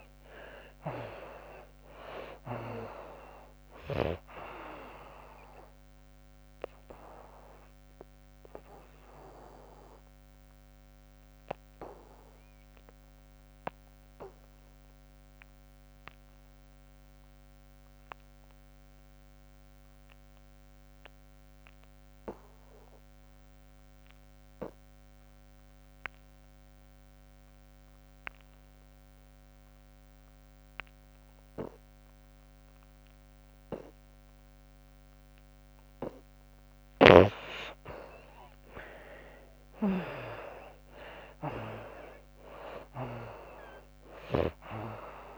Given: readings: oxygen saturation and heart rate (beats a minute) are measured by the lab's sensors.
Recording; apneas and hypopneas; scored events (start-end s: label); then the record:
breathing in sleep by a microphone on the trachea; 1
0.00-1.50 s: arousal
0.00-20.00 s: oxygen desaturation (device-marked, oxygen 51% lowest, heart rate 57 extreme)
6.50-36.00 s: obstructive apnea (oxygen 84% before, 48% lowest, heart rate 81 before, 63 extreme)
32.00-45.38 s: oxygen desaturation (device-marked, oxygen 93% before, 48% lowest, heart rate 73 before, 79 extreme)
38.50-42.00 s: arousal
From the record:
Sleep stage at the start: REM sleep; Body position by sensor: on the back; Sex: female